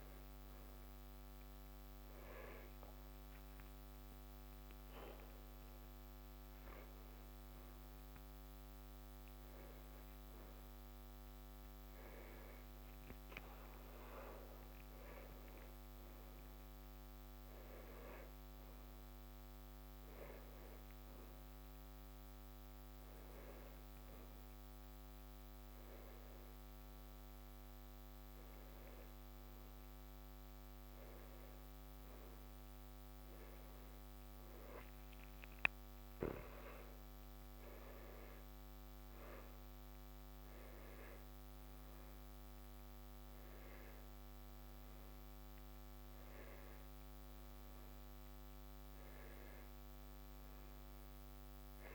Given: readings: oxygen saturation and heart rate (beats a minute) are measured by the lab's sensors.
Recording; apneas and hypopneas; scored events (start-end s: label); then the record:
a person awake in a sleep study, hard to hear, by a microphone on the trachea; none
none scored
From the record:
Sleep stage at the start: awake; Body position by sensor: upright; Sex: male